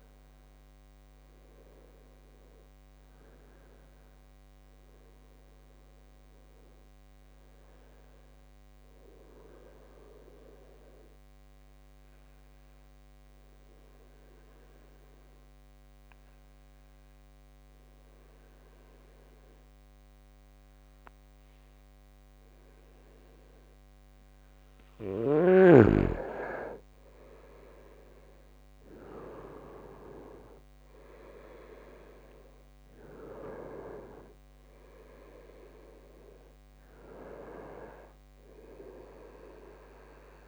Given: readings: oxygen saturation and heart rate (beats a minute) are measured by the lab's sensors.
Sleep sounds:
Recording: breathing in sleep by a microphone on the trachea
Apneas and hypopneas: 1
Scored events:
0.00-5.50 s: oxygen desaturation (device-marked, oxygen 91% lowest, heart rate 68 extreme)
9.00-24.50 s: obstructive apnea (oxygen 99% before, 90% lowest, heart rate 72 before, 62 extreme, up 4 after)
26.50-40.48 s: oxygen desaturation (device-marked, oxygen 96% before, 90% lowest, heart rate 70 before, 62 extreme)
27.00-31.00 s: arousal
From the record:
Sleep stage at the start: N2 (light sleep)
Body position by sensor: on the right side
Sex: male

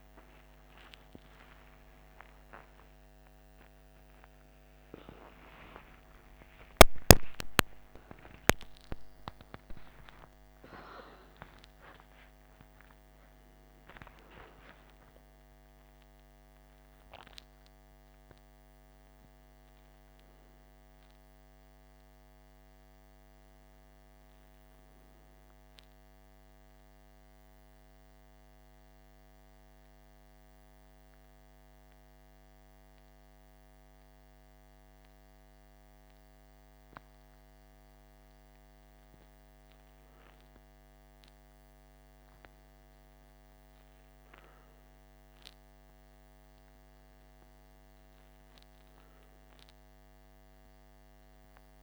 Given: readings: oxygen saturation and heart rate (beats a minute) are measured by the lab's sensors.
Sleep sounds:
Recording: a person awake in a sleep study, by a microphone on the trachea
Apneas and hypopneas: none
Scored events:
0.00-14.00 s: oxygen desaturation (device-marked, oxygen 92% lowest, heart rate 38 extreme)
4.00-51.83 s: new sleep stage, awake
43.00-51.83 s: oxygen desaturation (device-marked, oxygen 97% before, 93% lowest, heart rate 60 before, 56 extreme)
From the record:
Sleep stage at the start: N2 (light sleep)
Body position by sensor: on the left side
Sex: male

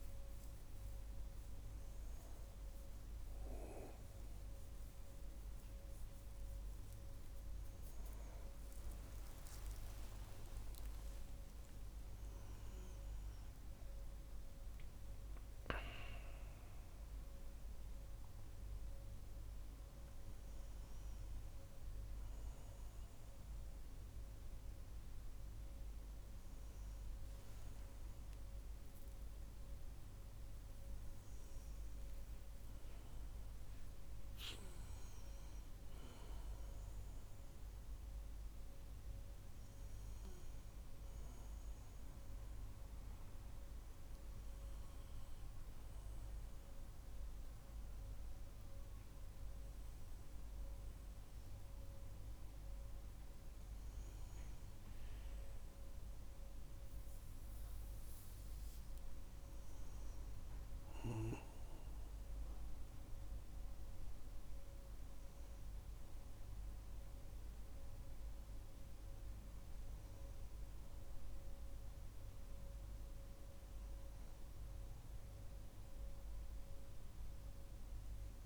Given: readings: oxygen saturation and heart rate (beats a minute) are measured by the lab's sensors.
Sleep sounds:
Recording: a person partly awake in a sleep study, hard to hear, by a room microphone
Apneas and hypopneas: none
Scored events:
30.00-78.46 s: new sleep stage, N1 (lightest sleep)
From the record:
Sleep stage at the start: awake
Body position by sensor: on the back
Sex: male

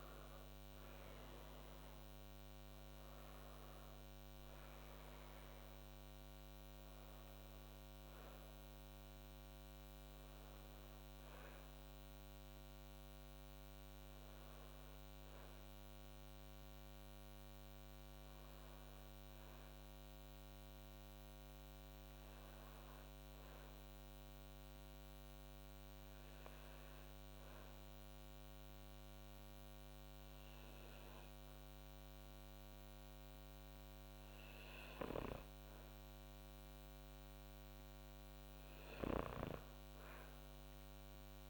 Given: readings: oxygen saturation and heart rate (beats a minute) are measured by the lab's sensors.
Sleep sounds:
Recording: breathing in sleep, hard to hear, by a microphone on the trachea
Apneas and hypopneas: 1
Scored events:
0.00-18.50 s: oxygen desaturation (device-marked, oxygen 90% lowest)
7.50-35.50 s: obstructive apnea (oxygen 96% before, 90% lowest)
39.00-41.50 s: arousal
From the record:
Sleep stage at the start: N1 (lightest sleep)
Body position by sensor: on the back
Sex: female

